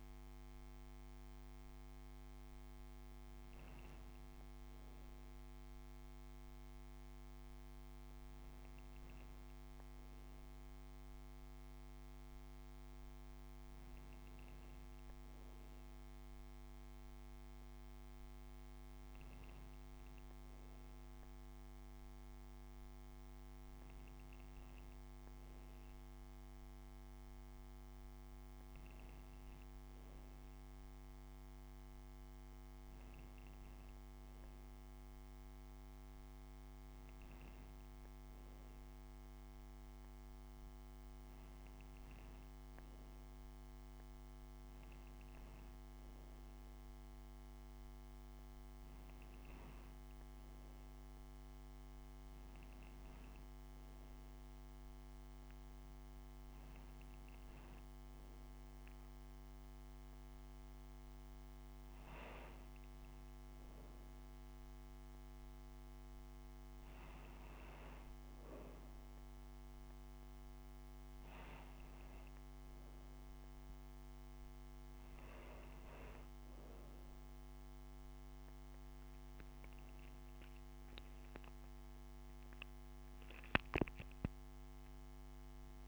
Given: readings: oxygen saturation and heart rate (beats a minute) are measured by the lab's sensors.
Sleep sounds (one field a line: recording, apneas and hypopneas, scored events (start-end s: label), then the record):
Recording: breathing in sleep, hard to hear, by a microphone on the trachea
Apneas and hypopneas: none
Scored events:
none scored
From the record:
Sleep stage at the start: N2 (light sleep)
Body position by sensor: on the right side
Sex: female